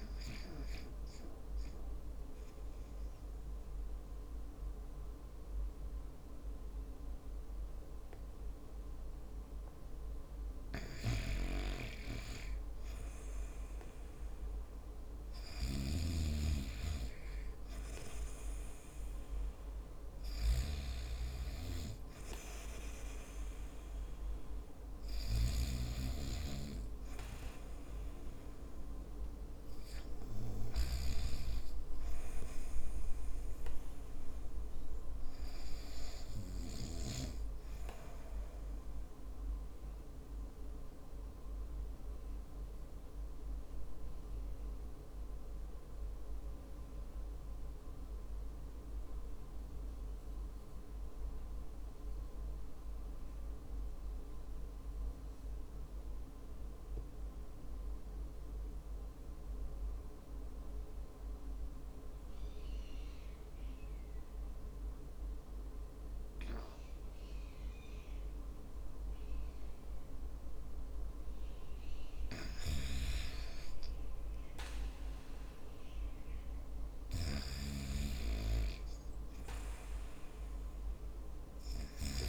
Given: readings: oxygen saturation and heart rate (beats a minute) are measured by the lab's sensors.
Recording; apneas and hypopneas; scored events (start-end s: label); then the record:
breathing in sleep by a room microphone; 2
0.00-8.50 s: oxygen desaturation (device-marked, oxygen 93% lowest, heart rate 50 extreme)
0.50-11.50 s: obstructive apnea (oxygen 97% before, 93% lowest, heart rate 57 before, 50 extreme, up 13 after)
15.50-20.50 s: arousal
40.00-70.50 s: obstructive apnea (oxygen 95% before, 88% lowest, heart rate 63 before, 48 extreme, up 19 after)
74.50-78.50 s: arousal
From the record:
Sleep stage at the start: REM sleep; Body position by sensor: on the back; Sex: male